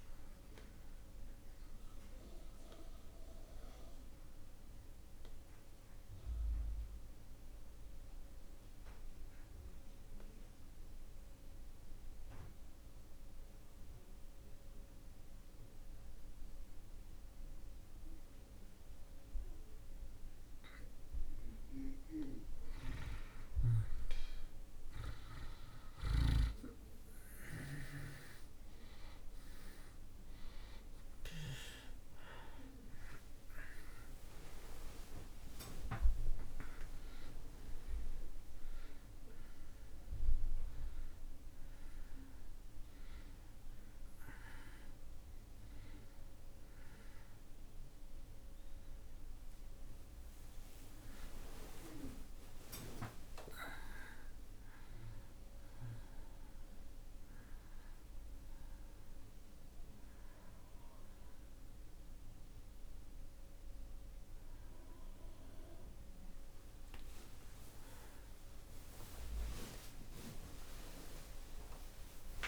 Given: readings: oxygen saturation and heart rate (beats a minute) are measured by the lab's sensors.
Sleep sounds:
a person partly awake in a sleep study, by a room microphone; 1
0.00-13.50 s: oxygen desaturation (device-marked, oxygen 80% lowest)
2.50-21.50 s: obstructive apnea (oxygen 96% before, 80% lowest)
28.50-58.50 s: oxygen desaturation (device-marked, oxygen 96% before, 82% lowest)
40.50-72.48 s: new sleep stage, awake
From the record:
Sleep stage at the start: N2 (light sleep); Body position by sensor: on the back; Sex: male

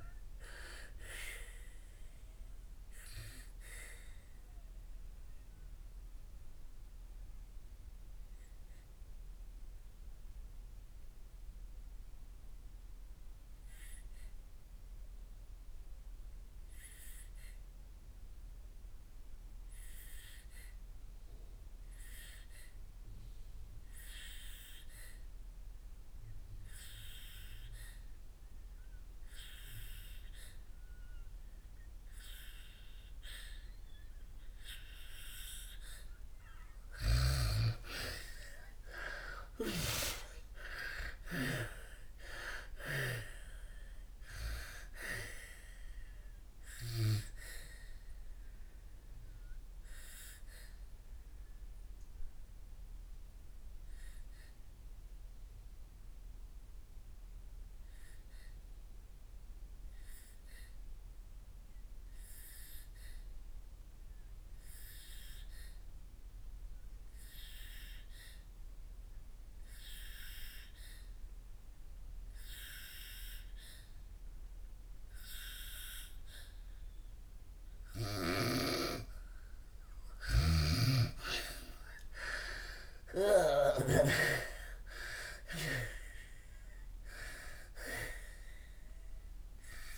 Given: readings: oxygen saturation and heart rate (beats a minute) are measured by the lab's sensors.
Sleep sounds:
breathing in sleep by a room microphone; 2
0.00-22.00 s: oxygen desaturation (device-marked, oxygen 78% lowest, heart rate 56 extreme)
5.00-37.00 s: obstructive apnea (oxygen 99% before, 78% lowest, heart rate 64 before, 56 extreme, up 39 after)
27.00-65.00 s: oxygen desaturation (device-marked, oxygen 99% before, 80% lowest, heart rate 60 before, 58 extreme)
38.00-42.50 s: arousal
49.00-78.50 s: obstructive apnea (oxygen 99% before, 79% lowest, heart rate 75 before, 55 extreme, up 26 after)
70.00-89.98 s: oxygen desaturation (device-marked, oxygen 99% before, 79% lowest, heart rate 62 before, 55 extreme)
80.00-84.00 s: snoring (device-marked)
80.50-84.50 s: arousal
From the record:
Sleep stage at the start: N2 (light sleep); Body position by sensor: on the back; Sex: female

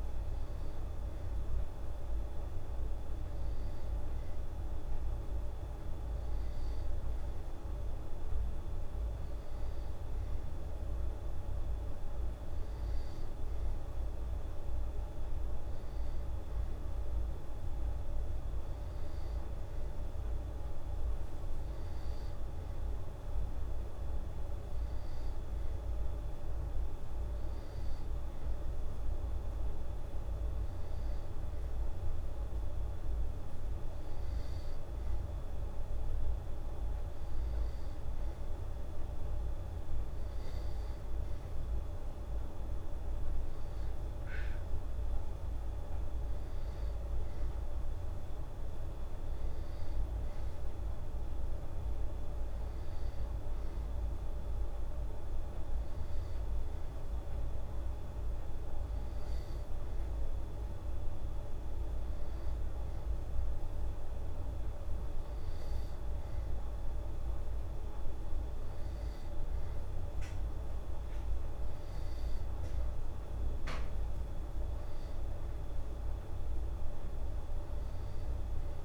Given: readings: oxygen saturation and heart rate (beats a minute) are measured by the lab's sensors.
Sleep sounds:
breathing in sleep, hard to hear, by a room microphone; none
none scored
From the record:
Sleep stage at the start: N2 (light sleep); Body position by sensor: on the back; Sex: female

